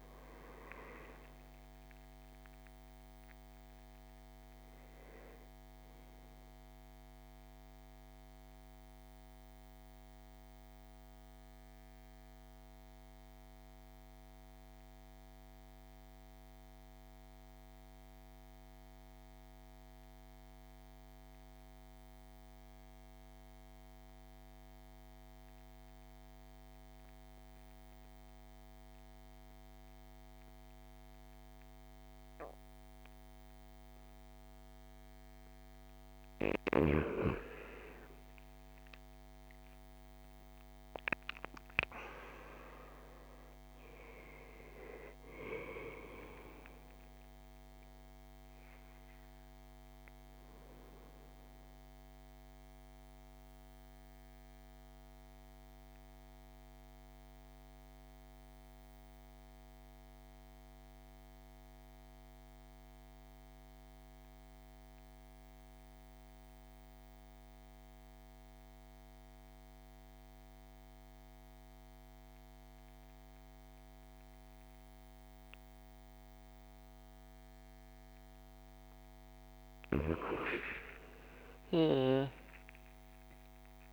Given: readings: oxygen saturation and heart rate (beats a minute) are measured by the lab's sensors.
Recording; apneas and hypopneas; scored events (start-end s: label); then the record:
breathing in sleep by a microphone on the trachea; 2
0.00-25.50 s: oxygen desaturation (device-marked, oxygen 79% lowest, heart rate 48 extreme)
6.00-35.50 s: mixed apnea (oxygen 99% before, 79% lowest, heart rate 68 before, 48 extreme, up 19 after)
32.50-66.50 s: oxygen desaturation (device-marked, oxygen 99% before, 79% lowest, heart rate 54 before, 49 extreme)
37.00-42.00 s: arousal
48.50-78.50 s: mixed apnea (oxygen 99% before, 79% lowest, heart rate 64 before, 49 extreme, up 20 after)
74.50-83.93 s: oxygen desaturation (device-marked, oxygen 99% before, 81% lowest, heart rate 51 before, 50 extreme)
81.50-83.93 s: arousal
From the record:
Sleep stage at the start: N2 (light sleep); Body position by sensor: on the right side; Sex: male